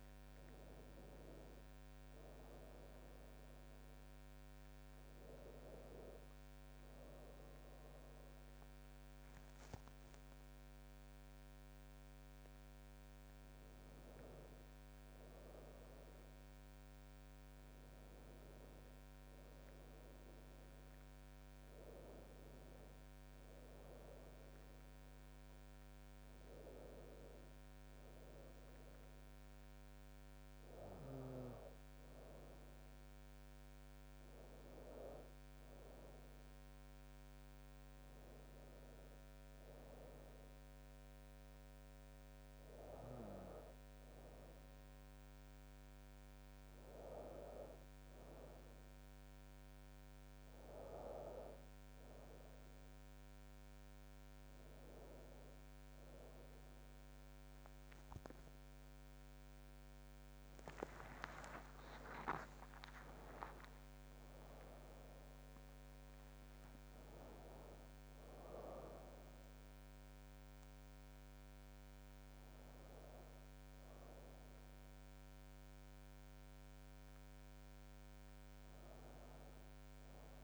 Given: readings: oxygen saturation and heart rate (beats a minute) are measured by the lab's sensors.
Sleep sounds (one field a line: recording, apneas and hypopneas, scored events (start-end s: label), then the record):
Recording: breathing in sleep by a microphone on the trachea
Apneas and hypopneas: none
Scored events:
61.00-65.00 s: arousal
From the record:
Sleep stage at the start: N1 (lightest sleep)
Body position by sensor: on the back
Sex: female